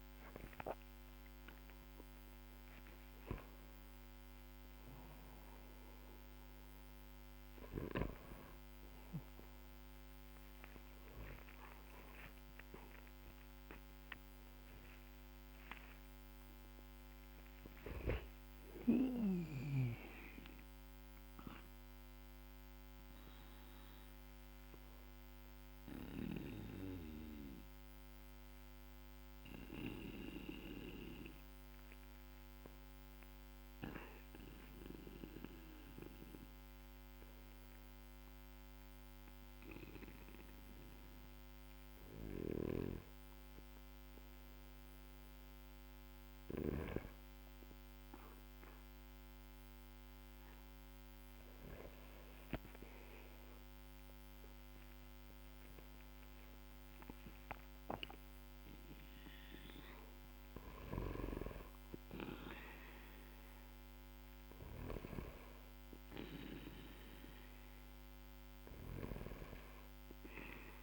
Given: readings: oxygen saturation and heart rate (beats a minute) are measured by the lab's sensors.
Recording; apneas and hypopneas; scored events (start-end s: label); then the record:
breathing in sleep by a microphone on the trachea; 1
1.00-26.00 s: oxygen desaturation (device-marked, oxygen 99% before, 94% lowest, heart rate 58 before, 45 extreme)
25.50-45.00 s: obstructive apnea (oxygen 98% before, 96% lowest, heart rate 60 before, 45 extreme, up 7 after)
42.00-46.50 s: snoring (device-marked)
67.00-70.83 s: new sleep stage, awake
From the record:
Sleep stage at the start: N2 (light sleep); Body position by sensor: on the back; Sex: male